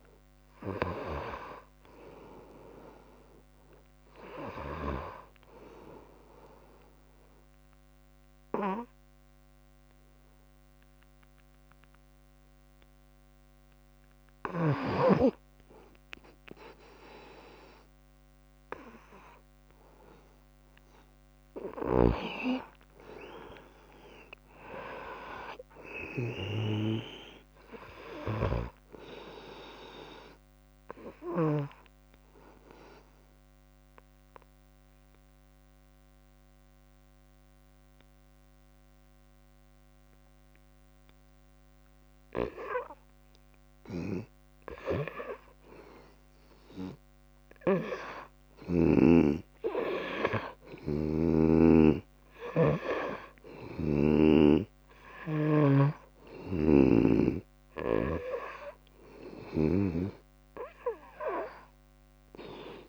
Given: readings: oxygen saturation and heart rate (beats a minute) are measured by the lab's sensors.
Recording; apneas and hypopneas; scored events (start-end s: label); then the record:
breathing in sleep by a microphone on the trachea; 2
7.00-21.50 s: obstructive apnea (oxygen 97% before, 92% lowest, heart rate 66 before, 59 extreme, up 6 after)
22.00-26.50 s: snoring (device-marked)
24.00-28.00 s: arousal
28.00-62.89 s: new sleep stage, N2 (light sleep)
28.50-32.00 s: snoring (device-marked)
32.00-45.00 s: obstructive apnea (oxygen 97% before, 88% lowest, heart rate 64 before, 63 extreme, up 3 after)
47.00-50.50 s: arousal
51.00-62.89 s: oxygen desaturation (device-marked, oxygen 96% before, 92% lowest, heart rate 64 before, 69 extreme)
53.50-60.00 s: snoring (device-marked)
From the record:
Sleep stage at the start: N1 (lightest sleep); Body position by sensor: on the right side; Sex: female